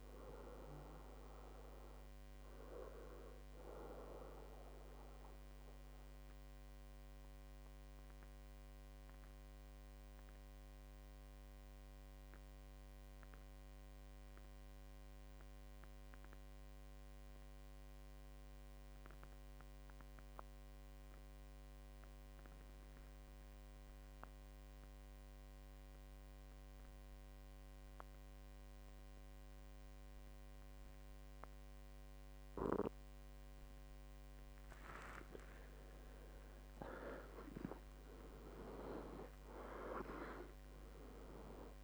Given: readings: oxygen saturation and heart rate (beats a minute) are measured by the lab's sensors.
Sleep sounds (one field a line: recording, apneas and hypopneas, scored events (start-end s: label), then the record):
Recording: breathing in sleep by a microphone on the trachea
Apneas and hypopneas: 1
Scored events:
0.00-14.50 s: oxygen desaturation (device-marked, oxygen 91% lowest, heart rate 58 extreme)
6.00-35.00 s: mixed apnea (oxygen 98% before, 90% lowest, heart rate 75 before, 58 extreme, up 21 after)
36.50-40.00 s: arousal
36.50-41.83 s: oxygen desaturation (device-marked, oxygen 98% before, 90% lowest, heart rate 62 before, 58 extreme)
From the record:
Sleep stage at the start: N2 (light sleep)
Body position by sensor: on the back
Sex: male